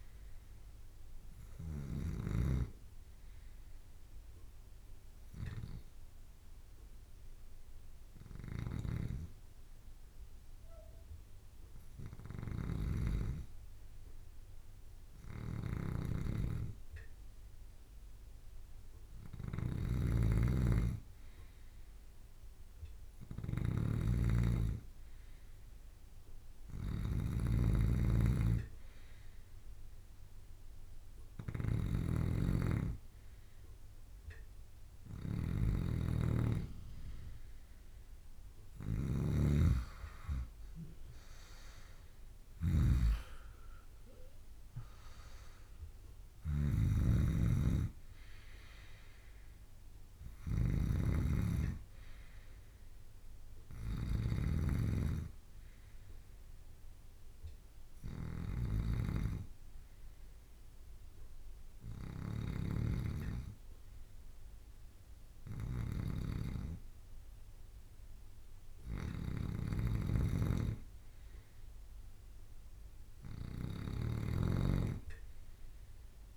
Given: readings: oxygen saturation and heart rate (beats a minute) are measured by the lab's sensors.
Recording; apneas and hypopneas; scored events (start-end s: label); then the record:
breathing in sleep by a room microphone; 2
0.00-2.50 s: snoring (device-marked)
3.00-13.00 s: obstructive apnea (oxygen 97% before, 94% lowest)
8.50-76.37 s: snoring (device-marked)
17.50-21.50 s: arousal
42.00-46.50 s: arousal
52.00-55.00 s: bradycardia (device-marked)
57.50-71.00 s: hypopnea (oxygen 96% before, 92% lowest)
From the record:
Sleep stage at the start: N2 (light sleep); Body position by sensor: on the left side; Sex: male